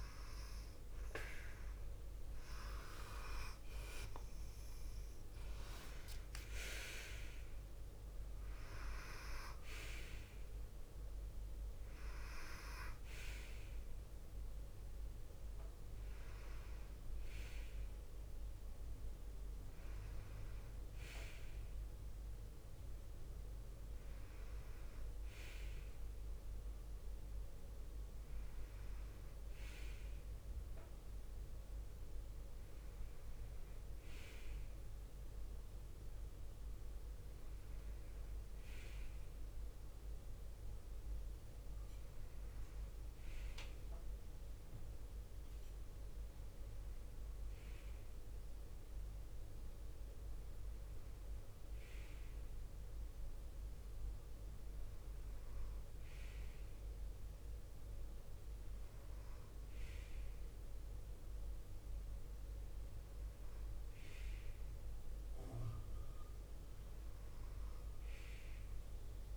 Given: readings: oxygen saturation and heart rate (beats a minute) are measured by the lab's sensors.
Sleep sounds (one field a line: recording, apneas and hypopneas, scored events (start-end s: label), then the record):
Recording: breathing in sleep by a room microphone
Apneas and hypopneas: none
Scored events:
0.00-19.00 s: oxygen desaturation (device-marked, oxygen 89% lowest, heart rate 54 extreme)
2.50-7.00 s: arousal
From the record:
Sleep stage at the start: N2 (light sleep)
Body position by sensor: on the left side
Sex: female